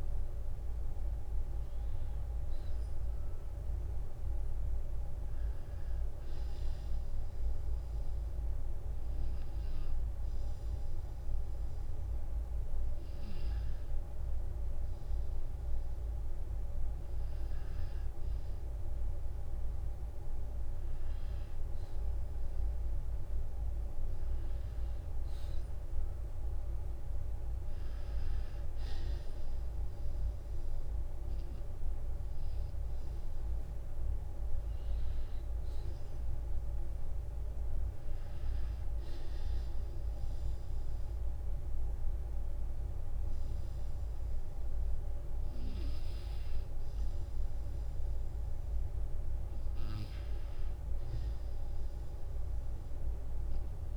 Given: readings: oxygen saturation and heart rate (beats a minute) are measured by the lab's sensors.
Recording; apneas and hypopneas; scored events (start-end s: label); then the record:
breathing in sleep, hard to hear, by a room microphone; 2
0.00-11.00 s: oxygen desaturation (device-marked, oxygen 89% lowest, heart rate 47 extreme)
7.00-17.50 s: hypopnea (oxygen 94% before, 91% lowest, heart rate 57 before, 48 extreme, up 12 after)
11.50-13.50 s: long interval between heartbeats (device-marked, heart rate 56 before, 50 extreme)
15.50-17.50 s: long interval between heartbeats (device-marked, heart rate 55 before, 59 extreme)
20.50-25.00 s: arousal
23.00-25.00 s: long interval between heartbeats (device-marked, heart rate 53 before, 56 extreme)
39.00-49.50 s: obstructive apnea (oxygen 95% before, 91% lowest, heart rate 57 before, 44 extreme, up 6 after)
46.50-48.50 s: long interval between heartbeats (device-marked, heart rate 59 before, 58 extreme)
From the record:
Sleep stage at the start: N2 (light sleep); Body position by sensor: on the back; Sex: male